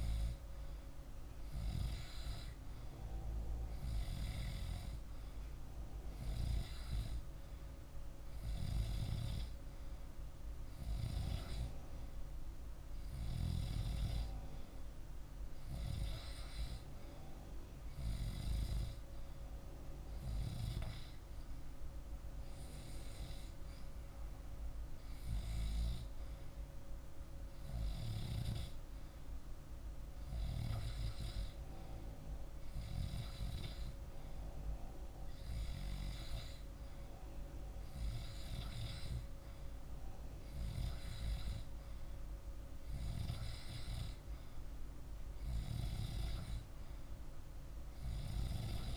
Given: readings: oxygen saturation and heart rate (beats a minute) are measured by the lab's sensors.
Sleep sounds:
breathing in sleep by a room microphone; none
none scored
From the record:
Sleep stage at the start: N2 (light sleep); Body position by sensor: on the back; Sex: male

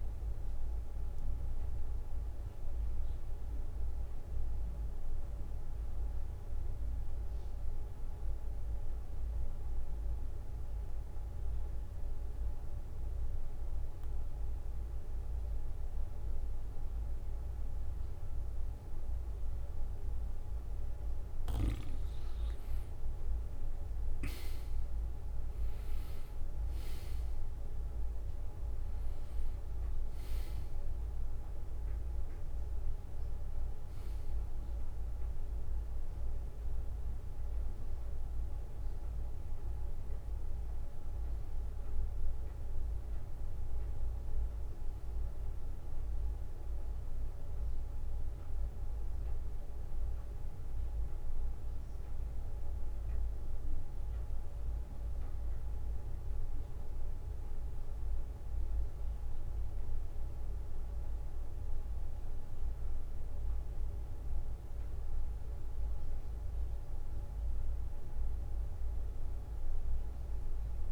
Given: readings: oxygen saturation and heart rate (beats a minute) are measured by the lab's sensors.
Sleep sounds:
breathing in sleep, hard to hear, by a room microphone; 1
7.50-21.00 s: obstructive apnea (oxygen 96% before, 93% lowest, heart rate 61 before, 61 extreme, up 4 after)
23.00-26.50 s: arousal
From the record:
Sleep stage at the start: N2 (light sleep); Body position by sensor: on the back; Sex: male

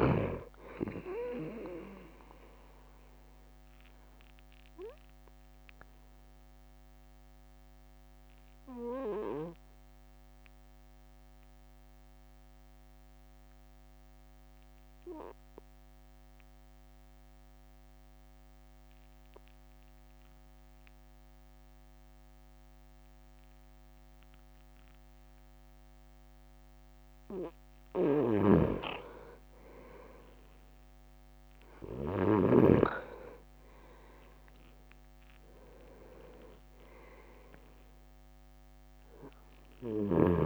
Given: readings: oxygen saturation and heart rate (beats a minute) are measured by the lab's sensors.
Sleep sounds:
breathing in sleep by a microphone on the trachea; 1
4.00-26.00 s: obstructive apnea (oxygen 99% before, 96% lowest)
28.00-32.50 s: snoring (device-marked)
29.00-30.00 s: leg movement (device-marked)
32.50-36.50 s: leg movement (device-marked)
34.00-38.00 s: arousal
From the record:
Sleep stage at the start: N2 (light sleep); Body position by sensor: on the right side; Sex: male

